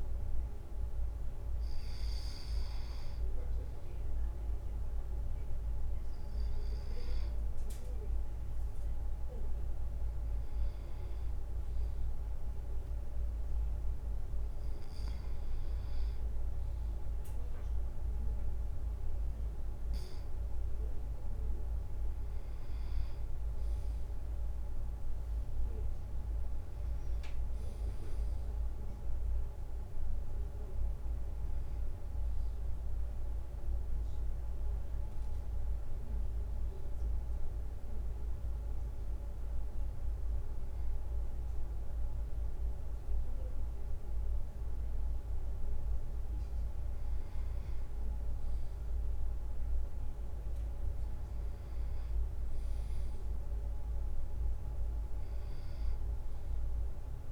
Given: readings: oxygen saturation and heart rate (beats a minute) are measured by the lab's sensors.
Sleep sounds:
breathing in sleep, hard to hear, by a room microphone; none
24.00-26.00 s: leg movement (device-marked)
25.50-37.50 s: drop in pulse transit time (device-marked, heart rate 56 before, 56 extreme)
28.50-57.32 s: new sleep stage, N1 (lightest sleep)
48.50-53.00 s: arousal
From the record:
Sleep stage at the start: N2 (light sleep); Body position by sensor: on the back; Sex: male

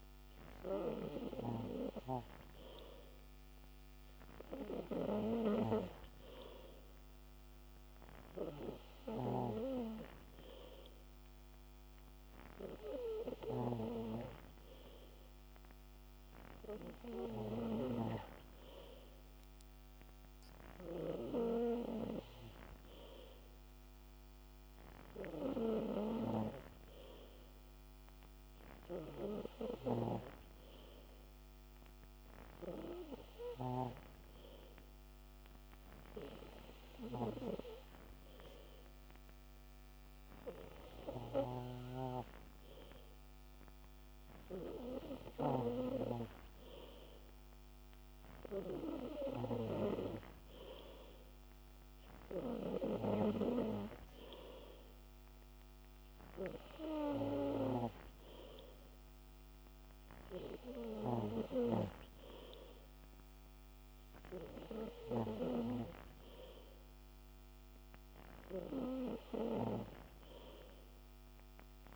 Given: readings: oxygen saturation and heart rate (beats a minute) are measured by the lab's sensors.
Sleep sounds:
breathing in sleep by a microphone on the trachea; none
none scored
From the record:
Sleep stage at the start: N3 (deep sleep); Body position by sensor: on the back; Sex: male

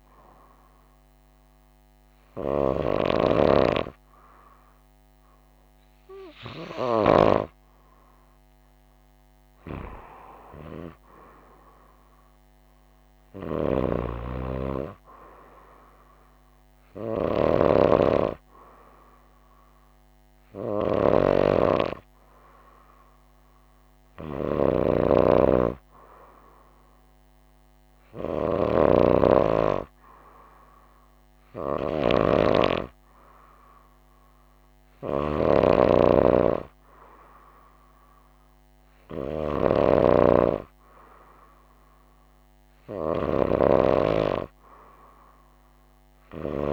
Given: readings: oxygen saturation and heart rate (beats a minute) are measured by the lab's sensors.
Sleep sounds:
breathing in sleep by a microphone on the trachea; none
none scored
From the record:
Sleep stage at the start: N2 (light sleep); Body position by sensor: on the right side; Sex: female

